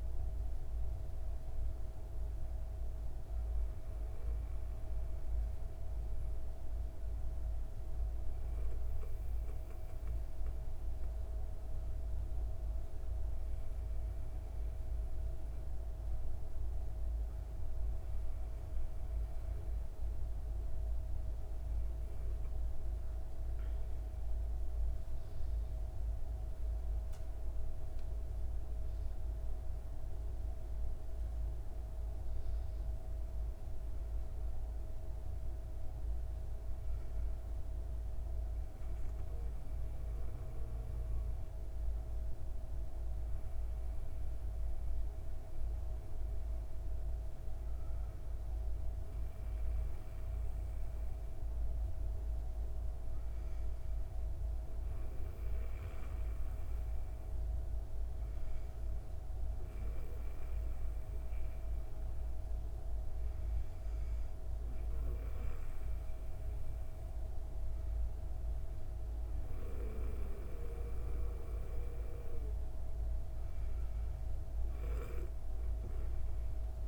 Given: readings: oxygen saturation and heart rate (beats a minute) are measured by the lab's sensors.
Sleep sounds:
breathing in sleep, hard to hear, by a room microphone; 2
10.00-22.50 s: hypopnea (oxygen 97% before, 96% lowest, heart rate 136 before, 90 extreme, up 35 after)
25.00-30.50 s: arousal
46.00-70.50 s: hypopnea (oxygen 98% before, 96% lowest, heart rate 147 before, 100 extreme)
From the record:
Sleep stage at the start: N2 (light sleep); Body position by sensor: on the back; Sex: female

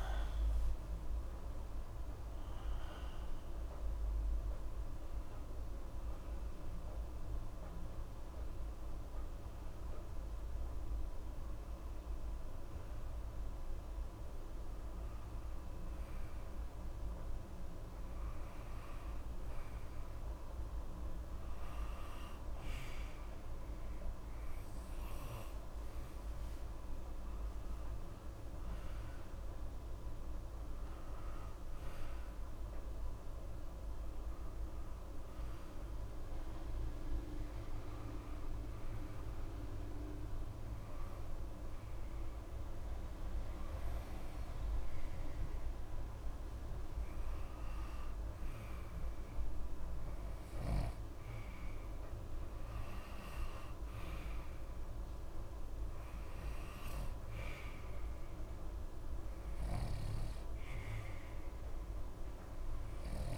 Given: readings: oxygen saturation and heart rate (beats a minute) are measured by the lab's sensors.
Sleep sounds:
a person partly awake in a sleep study, hard to hear, by a room microphone; 2
9.00-63.38 s: new sleep stage, N2 (light sleep)
9.50-24.00 s: hypopnea (oxygen 96% before, 91% lowest, heart rate 76 before, 54 extreme, up 12 after)
25.50-30.00 s: arousal
36.00-48.50 s: obstructive apnea (oxygen 96% before, 89% lowest, heart rate 61 before, 56 extreme, up 3 after)
50.00-53.00 s: arousal
58.00-63.38 s: oxygen desaturation (device-marked, oxygen 94% before, 91% lowest, heart rate 62 before, 64 extreme)
From the record:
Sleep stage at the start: awake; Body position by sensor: on the right side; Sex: male

